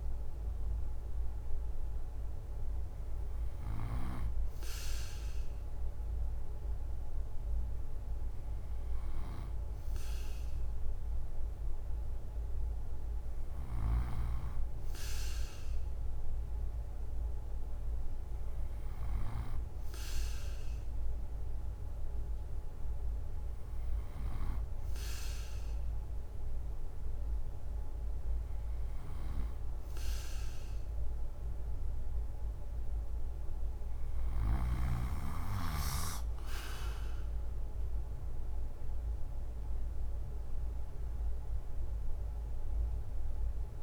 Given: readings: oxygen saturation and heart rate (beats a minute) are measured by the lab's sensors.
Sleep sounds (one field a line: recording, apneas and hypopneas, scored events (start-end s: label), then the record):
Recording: breathing in sleep by a room microphone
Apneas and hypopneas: none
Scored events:
40.00-43.83 s: drop in pulse transit time (device-marked, heart rate 67 before, 62 extreme)
From the record:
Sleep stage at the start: N2 (light sleep)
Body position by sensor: on the right side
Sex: male